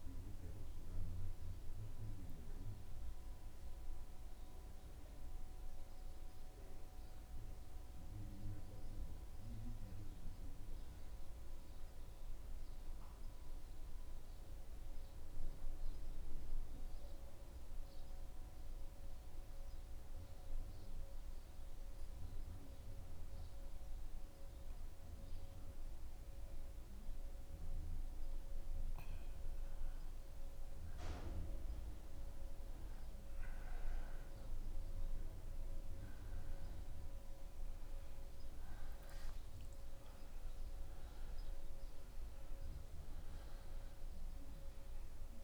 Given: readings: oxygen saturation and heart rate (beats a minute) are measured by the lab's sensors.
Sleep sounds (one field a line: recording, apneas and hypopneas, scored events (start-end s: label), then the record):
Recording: breathing in sleep, hard to hear, by a room microphone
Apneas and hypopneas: 1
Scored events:
1.50-30.50 s: mixed apnea (oxygen 97% before, 87% lowest, heart rate 77 before, 73 extreme, up 1 after)
6.50-34.50 s: oxygen desaturation (device-marked, oxygen 95% before, 87% lowest, heart rate 77 before, 73 extreme)
33.00-37.00 s: arousal
37.50-45.44 s: new sleep stage, N1 (lightest sleep)
From the record:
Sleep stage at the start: N2 (light sleep)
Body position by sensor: on the back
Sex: male